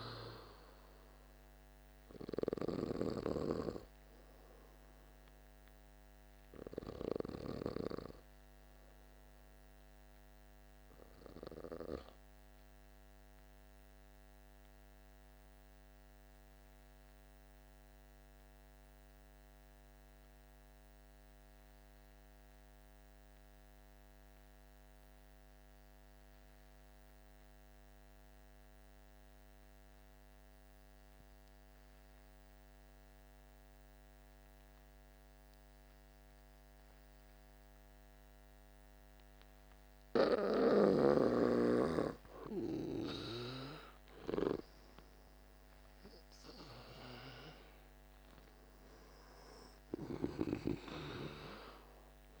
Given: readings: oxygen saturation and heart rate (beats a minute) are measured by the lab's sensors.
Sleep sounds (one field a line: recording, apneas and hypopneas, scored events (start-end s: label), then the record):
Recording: breathing in sleep by a microphone on the trachea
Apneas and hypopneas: 1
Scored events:
0.00-18.50 s: oxygen desaturation (device-marked, oxygen 87% lowest, heart rate 48 extreme)
12.00-40.00 s: obstructive apnea (oxygen 97% before, 86% lowest, heart rate 54 before, 47 extreme, up 10 after)
36.50-52.40 s: oxygen desaturation (device-marked, oxygen 98% before, 86% lowest, heart rate 49 before, 47 extreme)
42.50-46.50 s: arousal
From the record:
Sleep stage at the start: N2 (light sleep)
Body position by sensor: on the back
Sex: male